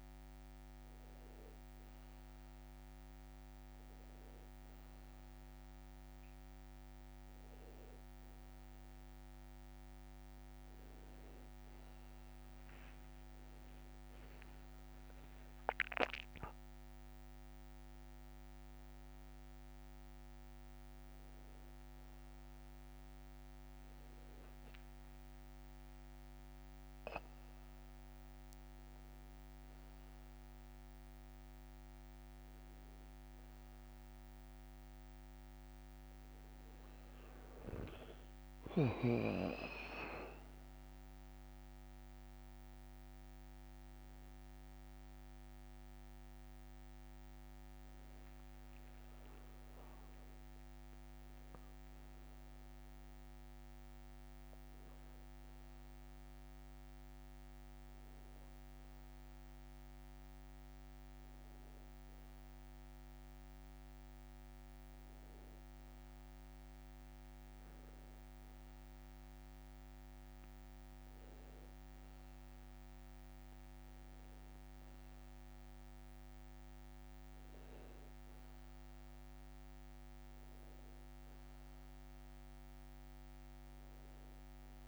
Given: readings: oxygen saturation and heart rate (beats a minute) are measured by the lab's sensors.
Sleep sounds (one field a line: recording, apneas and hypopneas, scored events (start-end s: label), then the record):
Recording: breathing in sleep, hard to hear, by a microphone on the trachea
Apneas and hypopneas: none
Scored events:
12.00-14.00 s: long interval between heartbeats (device-marked, heart rate 65 before, 74 extreme)
68.00-72.00 s: tachycardia (device-marked, heart rate 68 before, 115 extreme)
69.00-71.00 s: long interval between heartbeats (device-marked, heart rate 66 before, 90 extreme)
71.00-73.00 s: long interval between heartbeats (device-marked, heart rate 69 before, 115 extreme)
From the record:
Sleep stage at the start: N1 (lightest sleep)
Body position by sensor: on the back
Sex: male